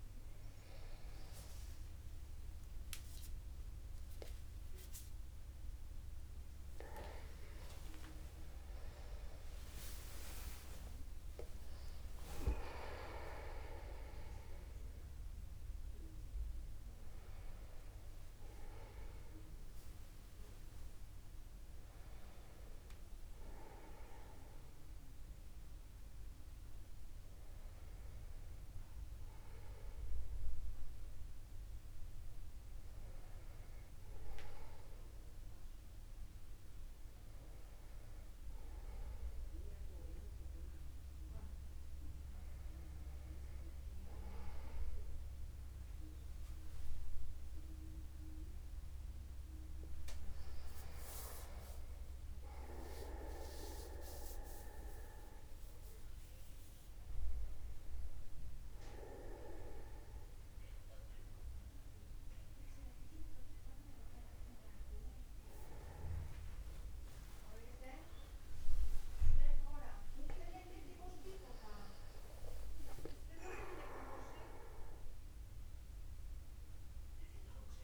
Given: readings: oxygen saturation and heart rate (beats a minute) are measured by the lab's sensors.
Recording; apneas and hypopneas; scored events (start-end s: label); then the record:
a person awake in a sleep study, by a room microphone; none
0.00-7.00 s: oxygen desaturation (device-marked, oxygen 92% lowest, heart rate 50 extreme)
8.00-10.00 s: long interval between heartbeats (device-marked, heart rate 55 before, 70 extreme)
12.50-14.50 s: long interval between heartbeats (device-marked, heart rate 59 before, 135 extreme)
48.00-50.00 s: long interval between heartbeats (device-marked, heart rate 51 before, 67 extreme)
50.50-52.50 s: long interval between heartbeats (device-marked, heart rate 52 before, 75 extreme)
55.50-57.50 s: long interval between heartbeats (device-marked, heart rate 59 before, 68 extreme)
67.50-69.50 s: long interval between heartbeats (device-marked, heart rate 63 before, 92 extreme)
From the record:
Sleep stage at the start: awake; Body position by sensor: upright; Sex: male